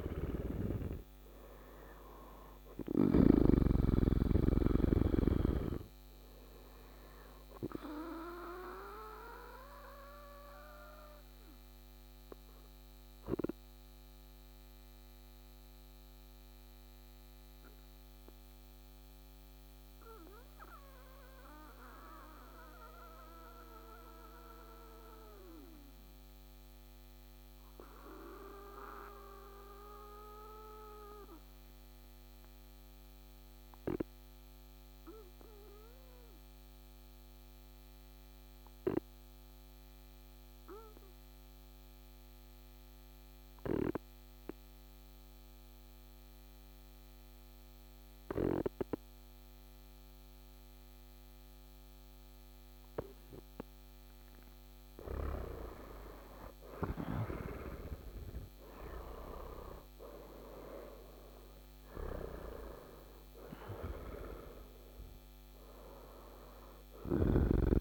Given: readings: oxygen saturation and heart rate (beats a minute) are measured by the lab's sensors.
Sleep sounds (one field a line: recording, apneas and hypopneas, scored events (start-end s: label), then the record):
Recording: breathing in sleep by a microphone on the trachea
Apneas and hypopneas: 1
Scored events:
10.00-52.00 s: obstructive apnea (oxygen 99% before, 92% lowest, heart rate 60 before, 52 extreme, up 12 after)
45.50-67.81 s: oxygen desaturation (device-marked, oxygen 98% before, 92% lowest, heart rate 54 before, 52 extreme)
54.50-59.50 s: arousal
From the record:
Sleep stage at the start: N2 (light sleep)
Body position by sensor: on the back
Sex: male